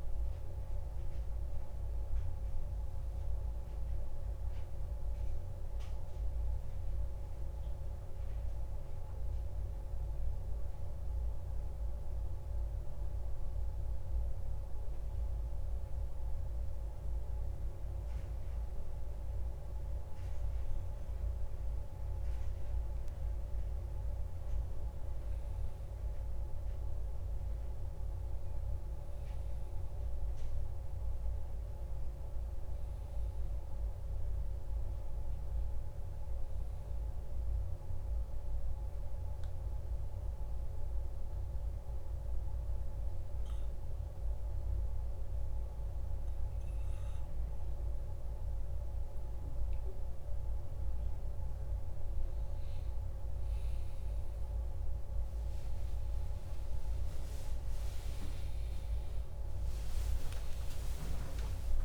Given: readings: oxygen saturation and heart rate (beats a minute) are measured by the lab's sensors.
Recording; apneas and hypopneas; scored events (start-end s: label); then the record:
breathing in sleep, hard to hear, by a room microphone; none
33.00-61.85 s: new sleep stage, N1 (lightest sleep)
56.50-61.85 s: arousal
From the record:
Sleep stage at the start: N2 (light sleep); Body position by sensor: on the back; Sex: male